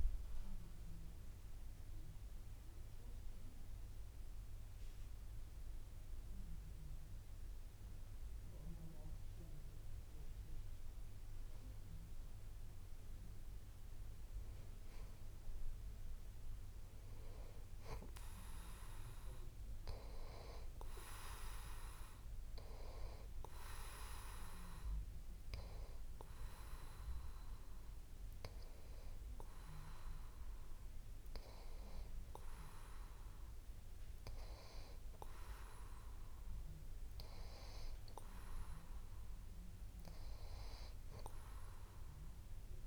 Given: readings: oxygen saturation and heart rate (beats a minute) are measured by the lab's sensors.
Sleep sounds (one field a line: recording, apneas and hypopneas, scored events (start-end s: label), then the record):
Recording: breathing in sleep by a room microphone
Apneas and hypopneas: 1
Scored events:
0.00-16.50 s: oxygen desaturation (device-marked, oxygen 91% lowest)
0.50-11.50 s: obstructive apnea (oxygen 95% before, 91% lowest)
17.50-21.00 s: arousal
From the record:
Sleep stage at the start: N2 (light sleep)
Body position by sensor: on the back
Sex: male